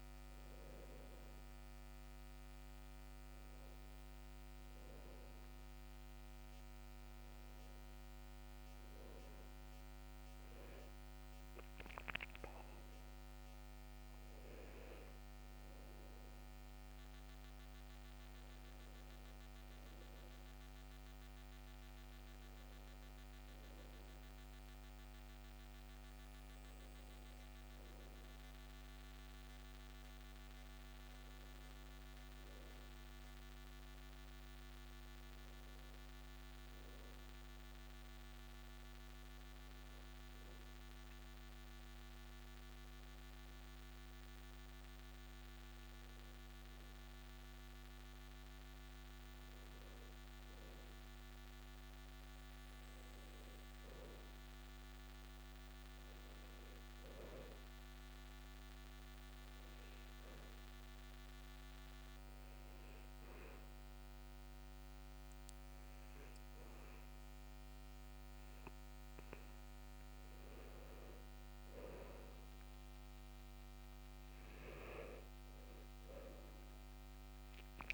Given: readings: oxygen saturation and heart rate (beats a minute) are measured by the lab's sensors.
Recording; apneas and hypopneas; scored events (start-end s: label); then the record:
breathing in sleep, hard to hear, by a microphone on the trachea; 1
53.00-57.50 s: arousal
60.50-71.00 s: hypopnea (oxygen 94% before, 90% lowest, heart rate 70 before, 68 extreme, up 7 after)
73.50-77.94 s: arousal
From the record:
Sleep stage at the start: N2 (light sleep); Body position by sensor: on the back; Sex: male